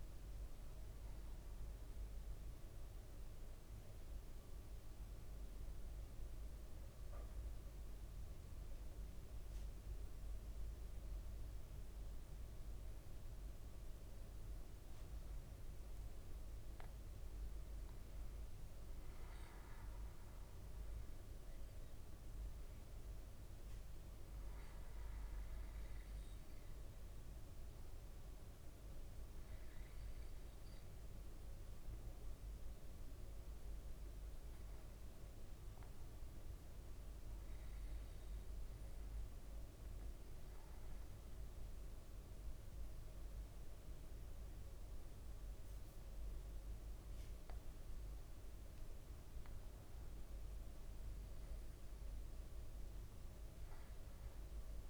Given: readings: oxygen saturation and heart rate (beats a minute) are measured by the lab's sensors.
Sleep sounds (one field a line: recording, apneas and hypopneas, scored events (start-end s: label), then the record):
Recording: breathing in sleep, hard to hear, by a room microphone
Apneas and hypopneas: 2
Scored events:
0.00-12.00 s: oxygen desaturation (device-marked, oxygen 94% lowest, heart rate 53 extreme)
2.00-16.00 s: mixed apnea (oxygen 98% before, 94% lowest, heart rate 56 before, 53 extreme, up 4 after)
17.00-22.00 s: arousal
37.00-49.00 s: central apnea (oxygen 98% before, 94% lowest, heart rate 55 before, 53 extreme, up 2 after)
53.50-54.89 s: arousal
From the record:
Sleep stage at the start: N2 (light sleep)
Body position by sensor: on the back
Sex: male